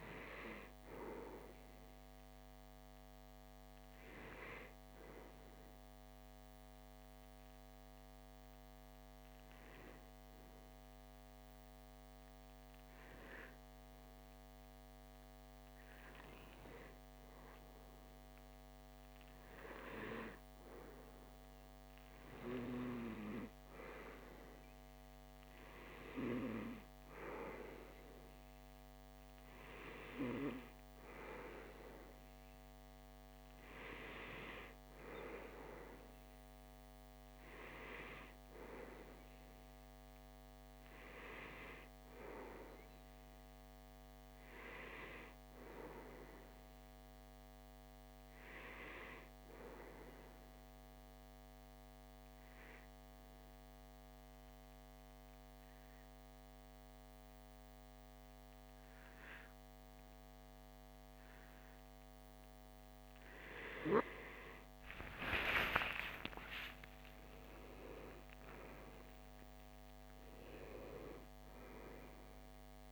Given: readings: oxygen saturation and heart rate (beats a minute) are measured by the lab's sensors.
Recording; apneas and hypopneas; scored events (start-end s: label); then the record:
breathing in sleep by a microphone on the trachea; 2
7.00-20.50 s: hypopnea (oxygen 96% before, 94% lowest, heart rate 63 before, 63 extreme, up 0 after)
22.00-26.50 s: arousal
49.50-62.00 s: obstructive apnea (oxygen 96% before, 94% lowest, heart rate 64 before, 63 extreme, up 3 after)
63.50-68.00 s: arousal
From the record:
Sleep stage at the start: REM sleep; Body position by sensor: on the back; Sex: male